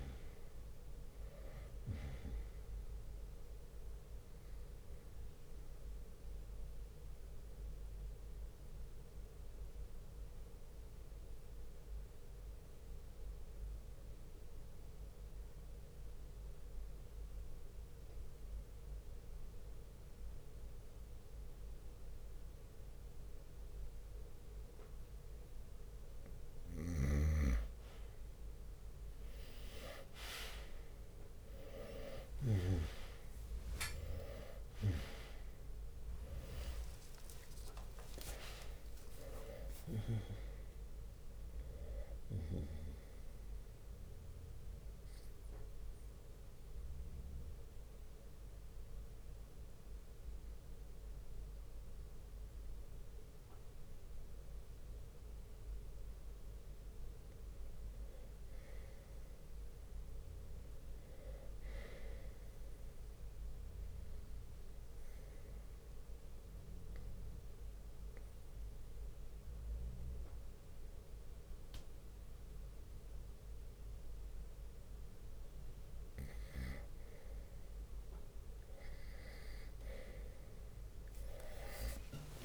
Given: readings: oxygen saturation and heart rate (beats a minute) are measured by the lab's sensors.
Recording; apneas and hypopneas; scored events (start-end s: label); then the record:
breathing in sleep by a room microphone; 3
0.00-20.00 s: oxygen desaturation (device-marked, oxygen 93% lowest, heart rate 60 extreme)
6.00-27.00 s: obstructive apnea (oxygen 99% before, 91% lowest, heart rate 65 before, 60 extreme, up 7 after)
29.50-35.00 s: arousal
32.00-61.00 s: oxygen desaturation (device-marked, oxygen 98% before, 91% lowest, heart rate 61 before, 57 extreme)
35.00-46.00 s: drop in pulse transit time (device-marked, heart rate 63 before, 70 extreme)
36.00-38.00 s: tachycardia (device-marked, heart rate 68 before, 72 extreme)
39.50-41.50 s: long interval between heartbeats (device-marked, heart rate 66 before, 103 extreme)
45.50-47.50 s: long interval between heartbeats (device-marked, heart rate 77 before, 74 extreme)
45.50-56.50 s: obstructive apnea (oxygen 98% before, 91% lowest, heart rate 77 before, 57 extreme, up 4 after)
52.00-58.00 s: bradycardia (device-marked, heart rate 69 before, 57 extreme)
58.00-62.00 s: arousal
60.00-71.00 s: drop in pulse transit time (device-marked, heart rate 78 before, 59 extreme)
65.50-75.50 s: obstructive apnea (oxygen 98% before, 92% lowest, heart rate 69 before, 61 extreme, up 41 after)
80.00-82.00 s: long interval between heartbeats (device-marked, heart rate 62 before, 75 extreme)
80.00-82.45 s: tachycardia (device-marked, heart rate 69 before, 137 extreme)
From the record:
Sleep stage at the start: N2 (light sleep); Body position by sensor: on the right side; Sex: male